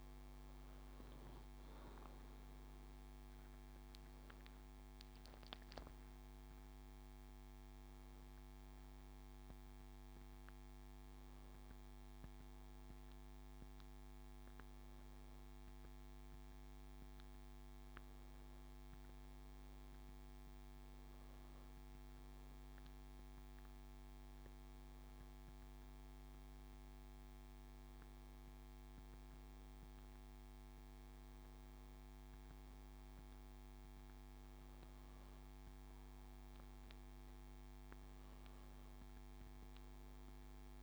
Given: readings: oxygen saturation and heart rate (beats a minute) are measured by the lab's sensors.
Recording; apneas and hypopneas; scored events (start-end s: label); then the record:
breathing in sleep, hard to hear, by a microphone on the trachea; none
4.00-40.83 s: new sleep stage, N1 (lightest sleep)
From the record:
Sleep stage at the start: N2 (light sleep); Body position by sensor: on the back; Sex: male